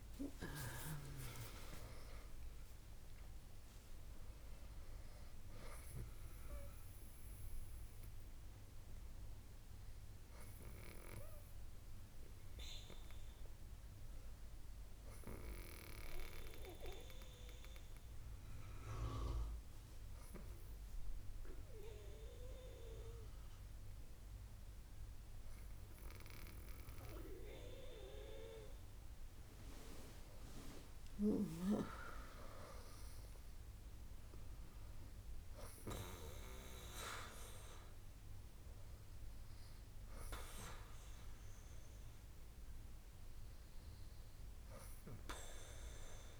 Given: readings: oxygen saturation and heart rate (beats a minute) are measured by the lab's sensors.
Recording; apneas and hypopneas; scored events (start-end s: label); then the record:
breathing in sleep by a room microphone; 1
0.00-4.00 s: arousal
9.00-27.00 s: hypopnea (oxygen 98% before, 96% lowest, heart rate 76 before, 61 extreme, up 5 after)
29.00-32.50 s: arousal
From the record:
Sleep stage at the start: N2 (light sleep); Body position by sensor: on the back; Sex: female